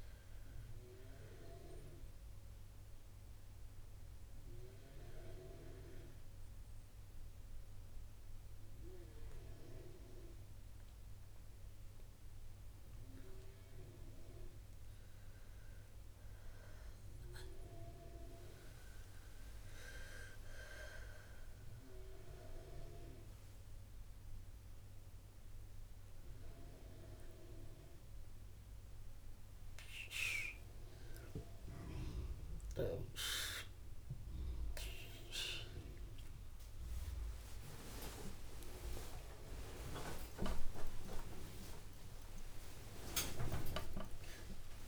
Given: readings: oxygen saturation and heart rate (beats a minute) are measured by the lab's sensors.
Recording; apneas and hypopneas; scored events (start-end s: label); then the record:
a person awake in a sleep study, by a room microphone; 1
0.50-13.50 s: hypopnea (oxygen 95% before, 89% lowest, heart rate 62 before, 59 extreme, up 4 after)
17.00-44.88 s: new sleep stage, awake
21.00-38.00 s: oxygen desaturation (device-marked, oxygen 94% before, 89% lowest, heart rate 62 before, 59 extreme)
From the record:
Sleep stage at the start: N2 (light sleep); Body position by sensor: on the back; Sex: female